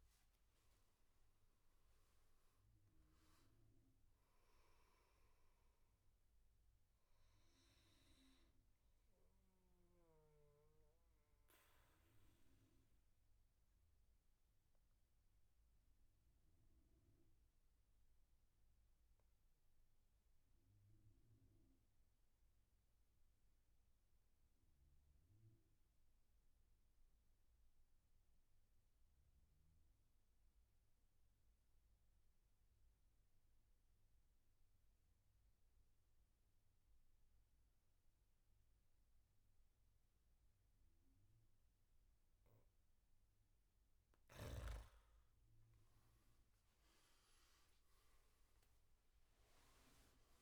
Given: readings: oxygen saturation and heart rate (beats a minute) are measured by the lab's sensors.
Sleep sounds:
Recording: breathing in sleep, hard to hear, by a room microphone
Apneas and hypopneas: 1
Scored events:
0.00-1.00 s: arousal
0.00-19.00 s: oxygen desaturation (device-marked, oxygen 91% lowest, heart rate 61 extreme)
9.50-42.00 s: obstructive apnea (oxygen 98% before, 91% lowest, heart rate 77 before, 59 extreme, up 15 after)
43.00-50.42 s: oxygen desaturation (device-marked, oxygen 98% before, 92% lowest, heart rate 69 before, 59 extreme)
46.00-50.42 s: arousal
From the record:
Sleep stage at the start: N2 (light sleep)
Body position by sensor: on the back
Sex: male

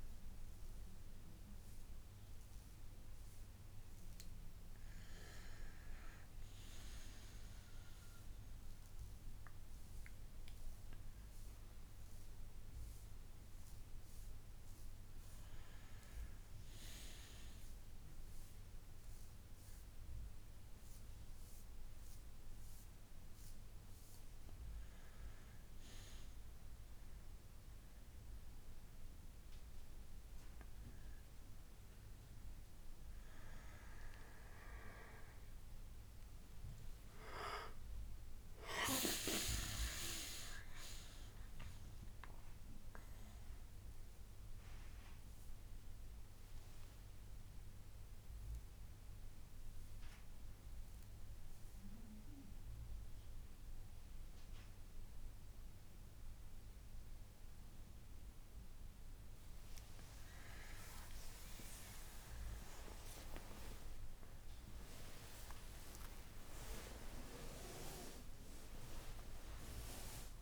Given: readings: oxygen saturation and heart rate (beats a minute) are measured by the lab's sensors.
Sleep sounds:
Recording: breathing in sleep by a room microphone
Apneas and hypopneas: 1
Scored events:
19.50-23.50 s: bradycardia (device-marked, heart rate 68 before, 58 extreme)
35.00-39.00 s: arousal
43.00-59.00 s: central apnea (oxygen 96% before, 89% lowest, heart rate 67 before, 54 extreme, up 5 after)
52.50-54.50 s: bradycardia (device-marked, heart rate 68 before, 60 extreme)
67.50-70.42 s: oxygen desaturation (device-marked, oxygen 96% before, 91% lowest, heart rate 63 before, 67 extreme)
68.50-70.42 s: new sleep stage, awake
From the record:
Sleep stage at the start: N2 (light sleep)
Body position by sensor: on the back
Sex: male

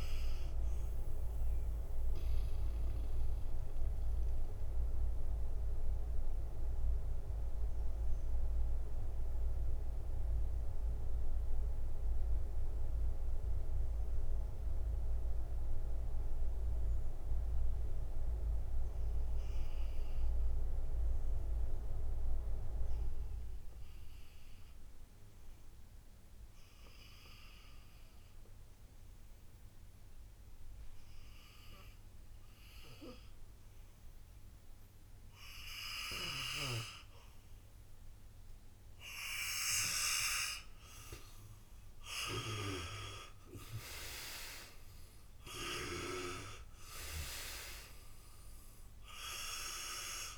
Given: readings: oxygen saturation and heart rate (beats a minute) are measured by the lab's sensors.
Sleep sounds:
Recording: breathing in sleep by a room microphone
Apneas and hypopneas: 1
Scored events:
0.00-19.00 s: oxygen desaturation (device-marked, oxygen 78% lowest, heart rate 56 extreme)
3.00-38.00 s: mixed apnea (oxygen 97% before, 78% lowest, heart rate 63 before, 56 extreme, up 5 after)
33.00-50.38 s: oxygen desaturation (device-marked, oxygen 98% before, 78% lowest, heart rate 57 before, 55 extreme)
40.50-46.50 s: arousal
From the record:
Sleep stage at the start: N2 (light sleep)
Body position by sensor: on the back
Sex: male

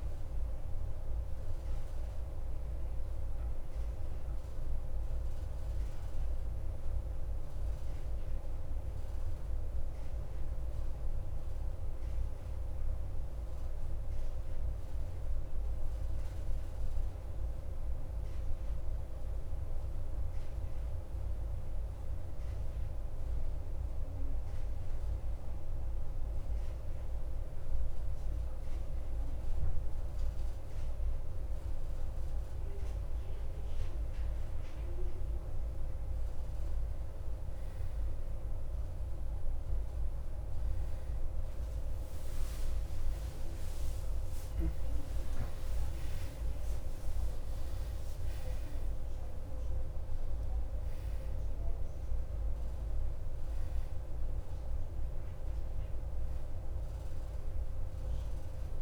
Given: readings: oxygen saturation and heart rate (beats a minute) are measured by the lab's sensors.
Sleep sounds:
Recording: breathing in sleep, hard to hear, by a room microphone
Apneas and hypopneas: 1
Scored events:
0.00-18.50 s: oxygen desaturation (device-marked, oxygen 88% lowest, heart rate 54 extreme)
3.00-24.00 s: central apnea (oxygen 94% before, 88% lowest, heart rate 57 before, 54 extreme, up 1 after)
33.50-47.50 s: oxygen desaturation (device-marked, oxygen 97% before, 93% lowest, heart rate 54 before, 56 extreme)
40.50-45.50 s: arousal
40.50-50.50 s: tachycardia (device-marked, heart rate 57 before, 215 extreme)
From the record:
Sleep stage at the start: N2 (light sleep)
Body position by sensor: on the right side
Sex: male

